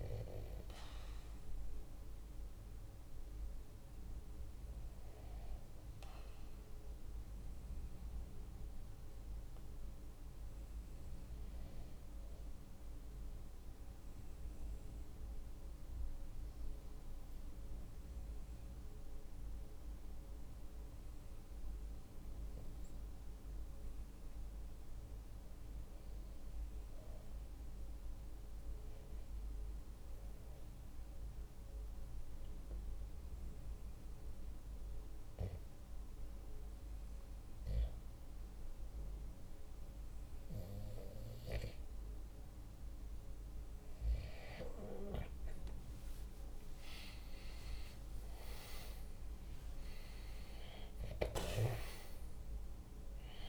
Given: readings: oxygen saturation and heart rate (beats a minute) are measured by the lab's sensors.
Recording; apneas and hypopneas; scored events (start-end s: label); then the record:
breathing in sleep by a room microphone; 1
0.00-20.50 s: oxygen desaturation (device-marked, oxygen 92% lowest, heart rate 44 extreme)
8.50-41.50 s: hypopnea (oxygen 97% before, 92% lowest, heart rate 48 before, 45 extreme, up 4 after)
45.00-48.50 s: arousal
49.50-53.49 s: oxygen desaturation (device-marked, oxygen 97% before, 92% lowest, heart rate 47 before, 45 extreme)
From the record:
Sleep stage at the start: N2 (light sleep); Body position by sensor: on the right side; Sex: male